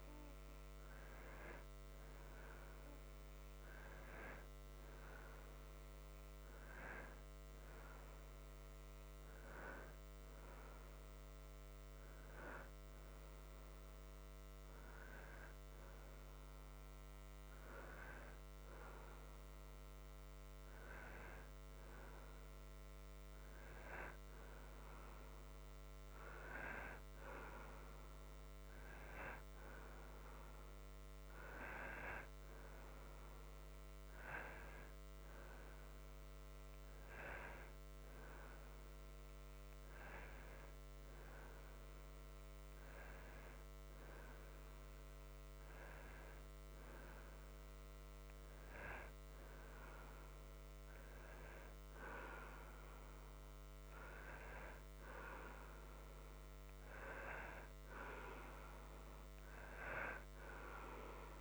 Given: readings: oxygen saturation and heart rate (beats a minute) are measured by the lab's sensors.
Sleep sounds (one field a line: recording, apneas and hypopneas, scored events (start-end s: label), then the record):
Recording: breathing in sleep by a microphone on the trachea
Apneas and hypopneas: none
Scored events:
6.00-18.00 s: oxygen desaturation (device-marked, oxygen 94% before, 88% lowest, heart rate 69 before, 55 extreme)
From the record:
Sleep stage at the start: N2 (light sleep)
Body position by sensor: on the right side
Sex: male